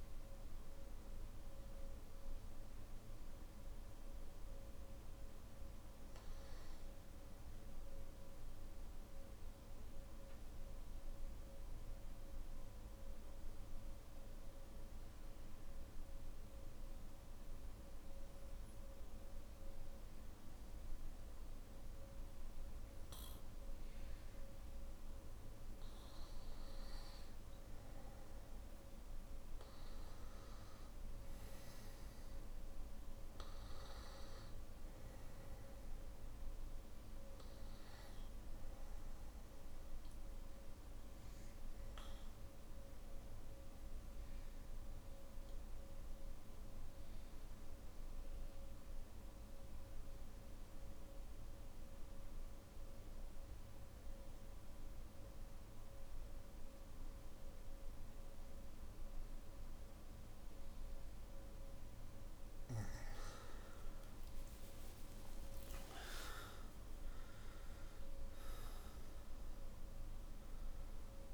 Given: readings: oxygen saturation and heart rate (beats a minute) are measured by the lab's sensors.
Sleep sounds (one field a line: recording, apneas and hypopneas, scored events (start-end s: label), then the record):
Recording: breathing in sleep, hard to hear, by a room microphone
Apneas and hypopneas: 2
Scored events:
3.50-13.50 s: oxygen desaturation (device-marked, oxygen 96% before, 93% lowest, heart rate 51 before, 47 extreme)
7.00-27.00 s: mixed apnea (oxygen 96% before, 92% lowest, heart rate 49 before, 48 extreme, up 7 after)
32.50-50.50 s: oxygen desaturation (device-marked, oxygen 98% before, 92% lowest, heart rate 52 before, 48 extreme)
40.50-61.50 s: mixed apnea (oxygen 99% before, 92% lowest, heart rate 53 before, 46 extreme, up 13 after)
59.50-71.33 s: new sleep stage, N3 (deep sleep)
66.50-71.33 s: oxygen desaturation (device-marked, oxygen 97% before, 92% lowest, heart rate 49 before, 43 extreme)
From the record:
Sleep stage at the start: N1 (lightest sleep)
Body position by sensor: on the back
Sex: male